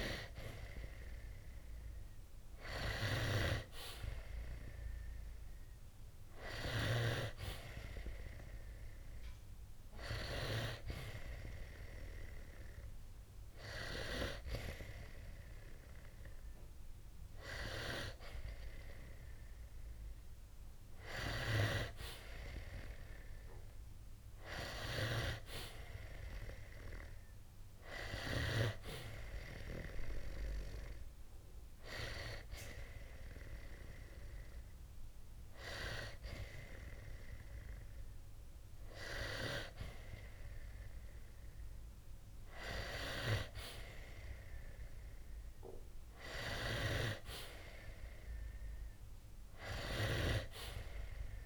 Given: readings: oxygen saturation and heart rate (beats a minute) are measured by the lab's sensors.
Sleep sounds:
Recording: breathing in sleep by a room microphone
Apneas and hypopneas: 2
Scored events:
10.00-21.50 s: hypopnea (oxygen 91% before, 89% lowest, heart rate 62 before, 60 extreme, up 6 after)
24.00-27.00 s: arousal
31.50-42.50 s: hypopnea (oxygen 92% before, 89% lowest, heart rate 63 before, 60 extreme, up 4 after)
45.00-48.00 s: arousal
48.50-51.46 s: oxygen desaturation (device-marked, oxygen 92% before, 89% lowest, heart rate 65 before, 60 extreme)
From the record:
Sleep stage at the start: N2 (light sleep)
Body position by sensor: on the back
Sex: male

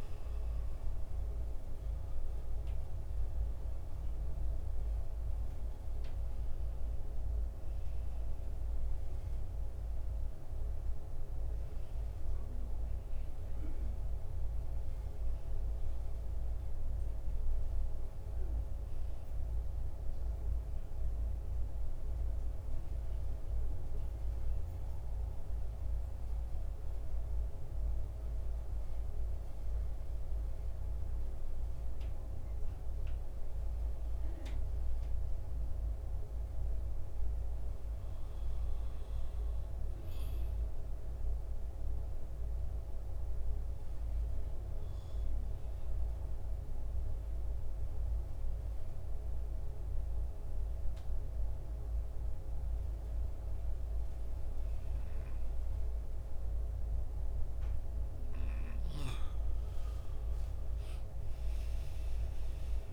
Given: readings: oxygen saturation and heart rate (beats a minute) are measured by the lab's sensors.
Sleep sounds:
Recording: breathing in sleep, hard to hear, by a room microphone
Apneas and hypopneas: 2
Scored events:
1.00-28.00 s: oxygen desaturation (device-marked, oxygen 93% before, 83% lowest, heart rate 74 before, 70 extreme)
23.00-33.00 s: central apnea (oxygen 93% before, 85% lowest, heart rate 85 before, 70 extreme, up 5 after)
30.00-62.92 s: new sleep stage, N2 (light sleep)
34.50-38.00 s: arousal
41.00-58.00 s: obstructive apnea (oxygen 97% before, 85% lowest, heart rate 75 before, 73 extreme, up 12 after)
46.00-62.92 s: oxygen desaturation (device-marked, oxygen 96% before, 85% lowest, heart rate 73 before, 70 extreme)
59.50-62.92 s: arousal
From the record:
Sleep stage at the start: N1 (lightest sleep)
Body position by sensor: on the back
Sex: male

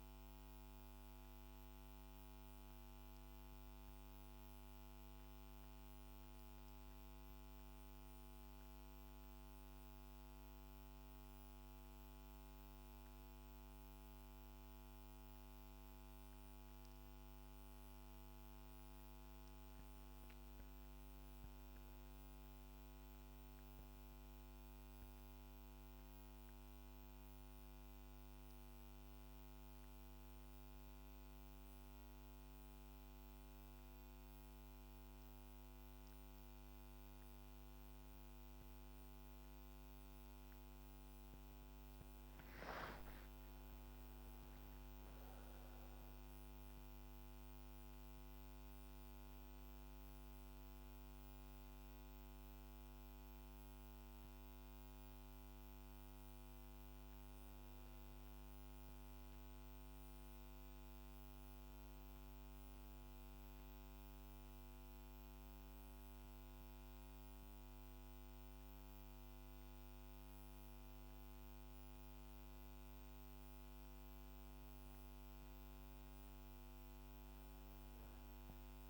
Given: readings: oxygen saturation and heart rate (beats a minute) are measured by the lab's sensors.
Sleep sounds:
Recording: breathing in sleep, hard to hear, by a microphone on the trachea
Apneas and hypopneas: 2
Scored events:
1.00-78.90 s: new sleep stage, N2 (light sleep)
6.00-18.00 s: hypopnea (oxygen 100% before, 96% lowest, heart rate 66 before, 71 extreme, up 4 after)
21.00-23.50 s: arousal
26.00-37.00 s: hypopnea (oxygen 100% before, 95% lowest, heart rate 71 before, 70 extreme, up 3 after)
39.00-42.50 s: arousal
From the record:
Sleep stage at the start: N1 (lightest sleep)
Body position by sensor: on the back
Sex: female

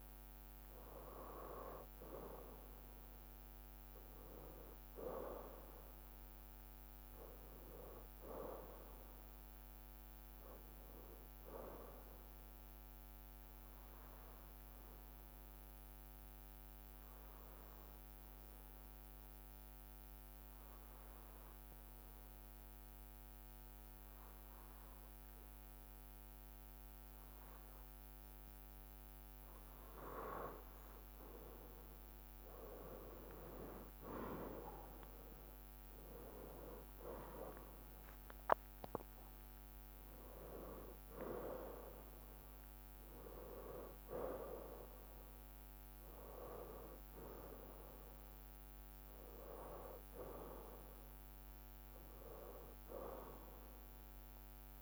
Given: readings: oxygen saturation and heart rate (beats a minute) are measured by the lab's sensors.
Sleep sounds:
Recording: breathing in sleep by a microphone on the trachea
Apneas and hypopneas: 1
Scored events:
6.50-9.50 s: arousal
12.50-28.50 s: obstructive apnea (oxygen 97% before, 94% lowest, heart rate 67 before, 62 extreme, up 3 after)
32.00-36.50 s: arousal
34.50-54.82 s: drop in pulse transit time (device-marked, heart rate 63 before, 64 extreme)
From the record:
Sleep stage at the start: N2 (light sleep)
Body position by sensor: on the right side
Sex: male

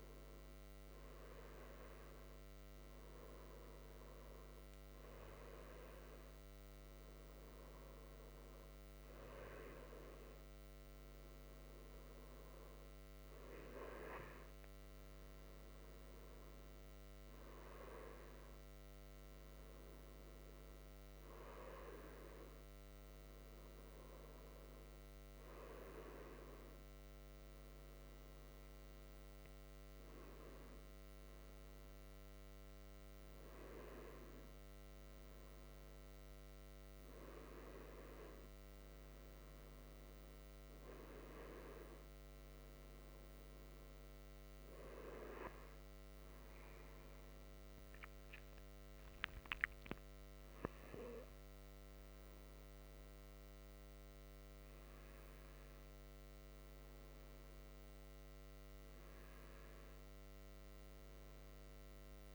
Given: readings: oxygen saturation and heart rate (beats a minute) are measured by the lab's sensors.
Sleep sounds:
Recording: a person awake in a sleep study, by a microphone on the trachea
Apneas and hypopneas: none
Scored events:
25.50-62.35 s: new sleep stage, awake
From the record:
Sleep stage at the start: N1 (lightest sleep)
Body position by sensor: on the right side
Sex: male

